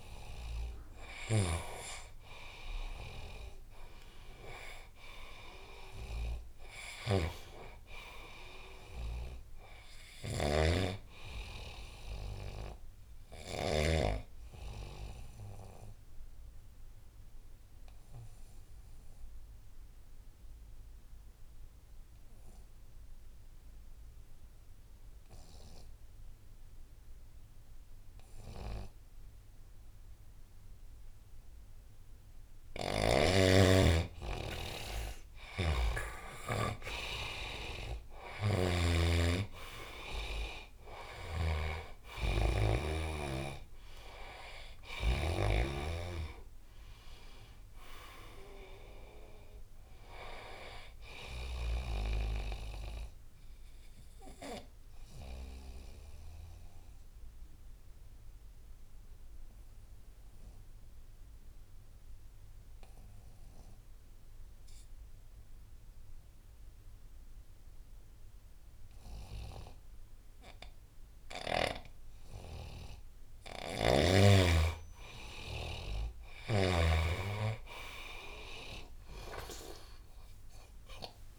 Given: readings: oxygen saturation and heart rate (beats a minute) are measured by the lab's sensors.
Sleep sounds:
breathing in sleep by a room microphone; 2
0.00-13.50 s: snoring (device-marked)
2.50-8.50 s: oxygen desaturation (device-marked, oxygen 98% before, 96% lowest, heart rate 84 before, 64 extreme)
14.50-32.50 s: obstructive apnea (oxygen 98% before, 91% lowest, heart rate 80 before, 64 extreme, up 13 after)
32.50-62.50 s: oxygen desaturation (device-marked, oxygen 98% before, 91% lowest, heart rate 74 before, 70 extreme)
34.00-37.50 s: arousal
35.00-45.00 s: snoring (device-marked)
52.00-72.50 s: obstructive apnea (oxygen 98% before, 91% lowest, heart rate 75 before, 70 extreme, up 3 after)
70.50-81.39 s: oxygen desaturation (device-marked, oxygen 99% before, 92% lowest, heart rate 78 before, 67 extreme)
73.00-76.50 s: snoring (device-marked)
From the record:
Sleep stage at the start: N2 (light sleep); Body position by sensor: on the right side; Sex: male

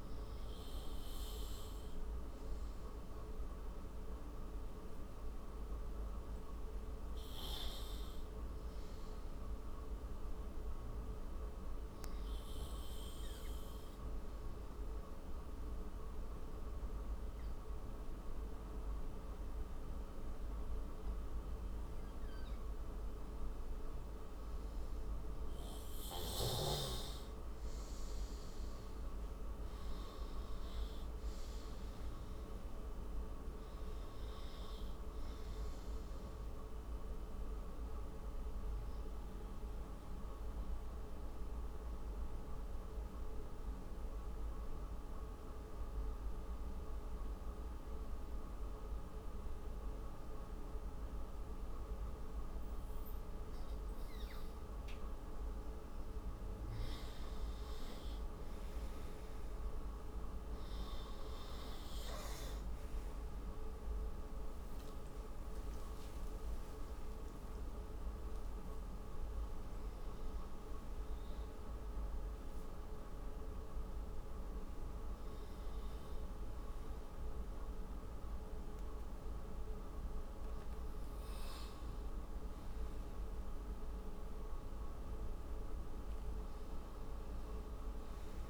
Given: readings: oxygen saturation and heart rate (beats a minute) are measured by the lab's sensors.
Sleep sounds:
breathing in sleep, hard to hear, by a room microphone; 2
5.50-9.50 s: arousal
11.50-25.00 s: obstructive apnea (oxygen 100% before, 93% lowest)
28.50-32.50 s: arousal
37.50-55.00 s: obstructive apnea (oxygen 100% before, 93% lowest)
64.00-68.50 s: arousal
71.00-80.00 s: tachycardia (device-marked)
85.00-88.50 s: oxygen desaturation (device-marked, oxygen 97% before, 94% lowest)
From the record:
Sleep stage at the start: N2 (light sleep); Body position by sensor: on the front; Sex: male

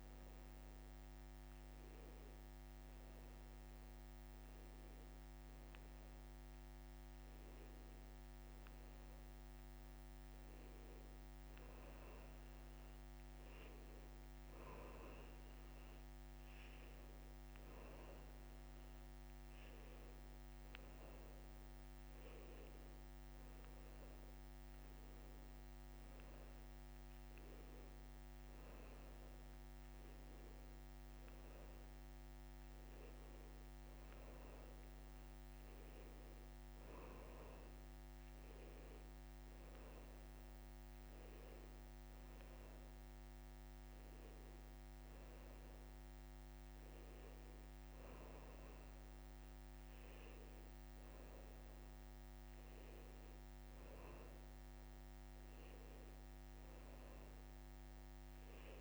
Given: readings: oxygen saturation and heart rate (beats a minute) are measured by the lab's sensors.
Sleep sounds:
breathing in sleep, hard to hear, by a microphone on the trachea; none
0.00-3.50 s: bradycardia (device-marked)
21.50-34.50 s: bradycardia (device-marked)
From the record:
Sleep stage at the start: N2 (light sleep); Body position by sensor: on the back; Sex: male

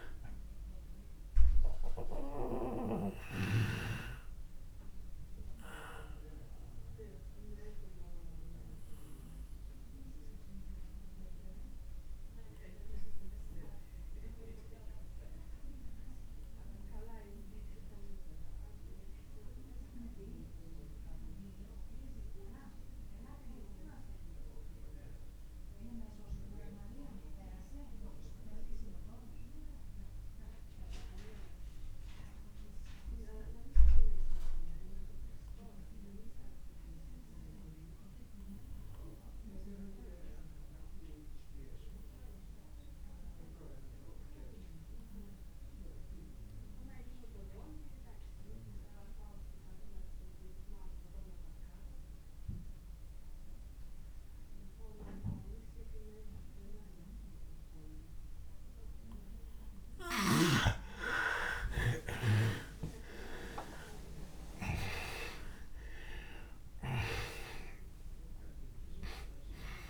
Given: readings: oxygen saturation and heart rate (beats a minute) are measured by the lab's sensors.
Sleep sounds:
breathing in sleep by a room microphone; 1
0.00-24.50 s: oxygen desaturation (device-marked, oxygen 82% lowest)
1.00-59.00 s: obstructive apnea (oxygen 98% before, 79% lowest)
42.50-69.90 s: oxygen desaturation (device-marked, oxygen 98% before, 79% lowest)
61.50-66.50 s: arousal
From the record:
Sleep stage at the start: N2 (light sleep); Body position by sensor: on the back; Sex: male

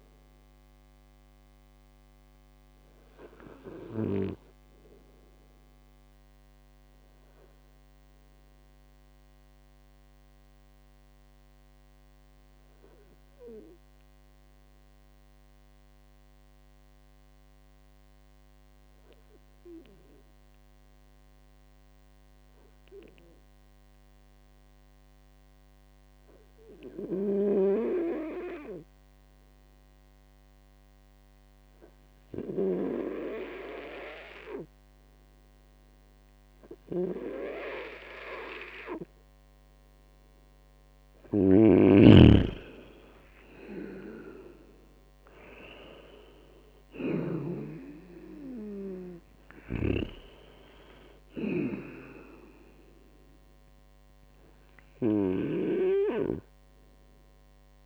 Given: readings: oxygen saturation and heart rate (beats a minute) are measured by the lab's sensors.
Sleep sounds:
breathing in sleep by a microphone on the trachea; 1
7.50-38.00 s: obstructive apnea (oxygen 99% before, 96% lowest)
39.50-43.50 s: arousal
41.00-47.00 s: snoring (device-marked)
49.00-57.86 s: snoring (device-marked)
From the record:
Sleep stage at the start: N2 (light sleep); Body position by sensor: on the right side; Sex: male

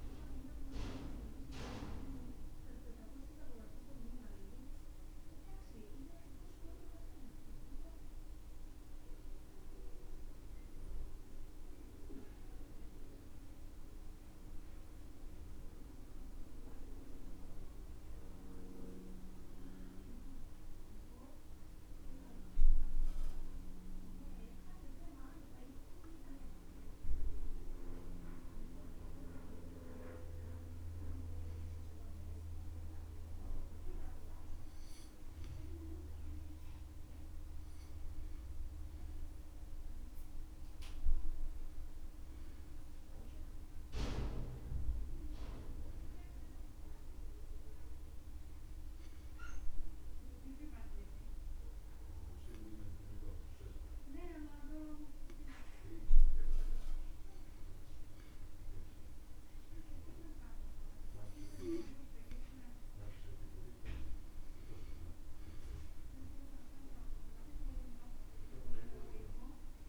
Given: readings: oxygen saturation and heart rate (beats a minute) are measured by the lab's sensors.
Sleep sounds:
breathing in sleep by a room microphone; 1
47.50-58.50 s: obstructive apnea (oxygen 97% before, 93% lowest, heart rate 69 before, 64 extreme, up 4 after)
61.50-65.00 s: arousal
From the record:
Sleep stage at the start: N2 (light sleep); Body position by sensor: on the back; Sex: male

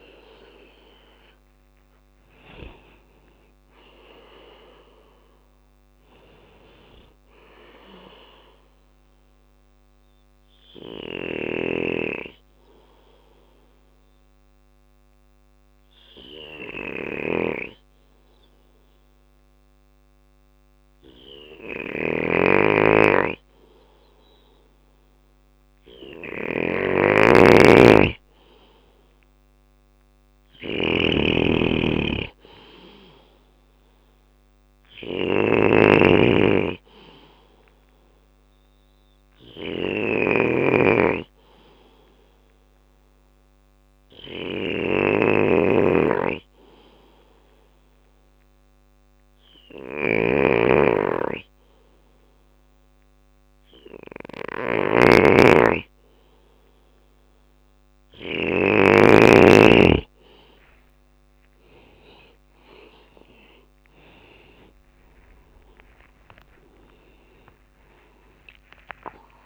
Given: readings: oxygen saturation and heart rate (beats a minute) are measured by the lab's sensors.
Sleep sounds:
breathing in sleep by a microphone on the trachea; 2
0.00-67.50 s: bradycardia (device-marked)
8.50-23.50 s: obstructive apnea (oxygen 96% before, 94% lowest)
10.50-57.50 s: snoring (device-marked)
15.00-17.00 s: long interval between heartbeats (device-marked)
17.00-19.00 s: long interval between heartbeats (device-marked)
20.50-30.50 s: drop in pulse transit time (device-marked)
26.00-28.00 s: long interval between heartbeats (device-marked)
27.50-31.50 s: arousal
29.50-31.50 s: long interval between heartbeats (device-marked)
38.00-52.00 s: obstructive apnea (oxygen 98% before, 93% lowest)
43.50-47.50 s: drop in pulse transit time (device-marked)
62.50-68.00 s: arousal
66.50-68.50 s: long interval between heartbeats (device-marked)
From the record:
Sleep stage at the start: N2 (light sleep); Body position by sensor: on the back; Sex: male

